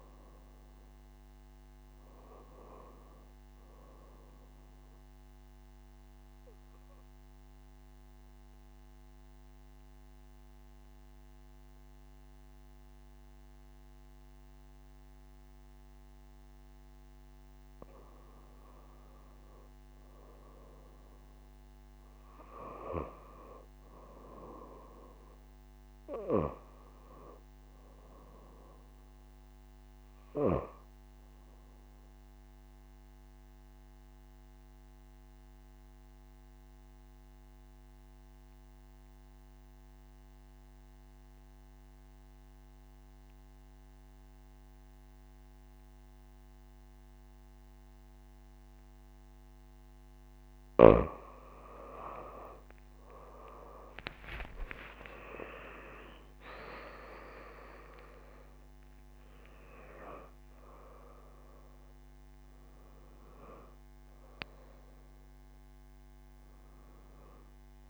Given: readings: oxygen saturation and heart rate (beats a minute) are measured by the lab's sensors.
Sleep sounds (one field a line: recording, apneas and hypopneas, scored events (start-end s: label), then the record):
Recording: breathing in sleep by a microphone on the trachea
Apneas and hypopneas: 2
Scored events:
0.00-1.50 s: arousal
5.00-18.00 s: obstructive apnea (oxygen 95% before, 87% lowest)
20.00-24.00 s: arousal
27.00-37.00 s: oxygen desaturation (device-marked, oxygen 94% before, 90% lowest)
32.50-50.50 s: obstructive apnea (oxygen 94% before, 87% lowest)
50.00-67.90 s: oxygen desaturation (device-marked, oxygen 94% before, 87% lowest)
53.50-58.50 s: arousal
From the record:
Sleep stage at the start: N2 (light sleep)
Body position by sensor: on the back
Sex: female